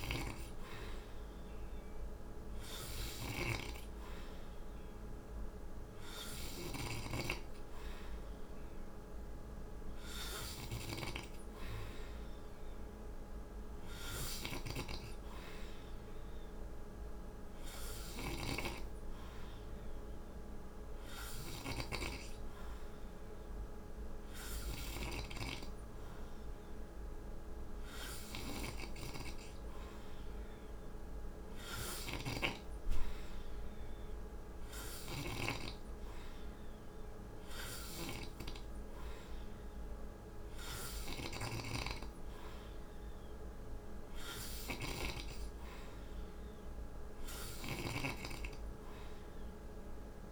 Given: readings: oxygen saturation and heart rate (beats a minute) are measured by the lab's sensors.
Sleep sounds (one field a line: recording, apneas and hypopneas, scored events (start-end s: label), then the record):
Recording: breathing in sleep by a room microphone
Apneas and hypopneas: none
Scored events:
0.00-6.50 s: snoring (device-marked)
13.50-21.50 s: snoring (device-marked)
31.00-47.50 s: snoring (device-marked)
From the record:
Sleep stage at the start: N3 (deep sleep)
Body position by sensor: on the right side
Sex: male